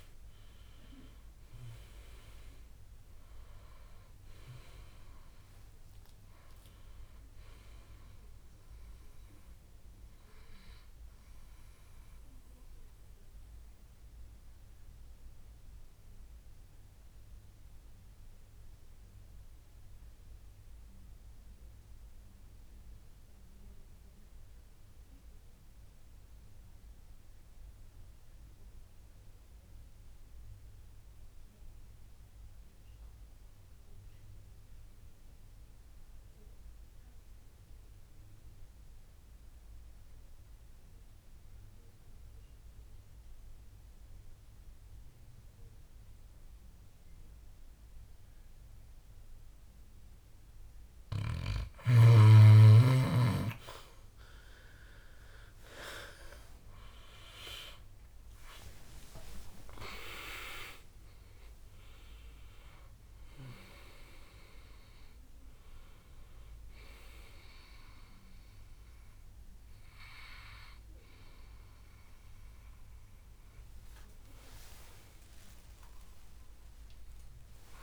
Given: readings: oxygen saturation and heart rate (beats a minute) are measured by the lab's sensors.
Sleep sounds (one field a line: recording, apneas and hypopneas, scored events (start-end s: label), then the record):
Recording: breathing in sleep by a room microphone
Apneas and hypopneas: 1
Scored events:
0.00-23.50 s: oxygen desaturation (device-marked, oxygen 90% lowest, heart rate 58 extreme)
12.50-53.00 s: obstructive apnea (oxygen 98% before, 85% lowest, heart rate 75 before, 58 extreme, up 21 after)
41.50-77.83 s: oxygen desaturation (device-marked, oxygen 98% before, 85% lowest, heart rate 62 before, 62 extreme)
56.50-60.50 s: arousal
From the record:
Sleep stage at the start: N2 (light sleep)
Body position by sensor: on the back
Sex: male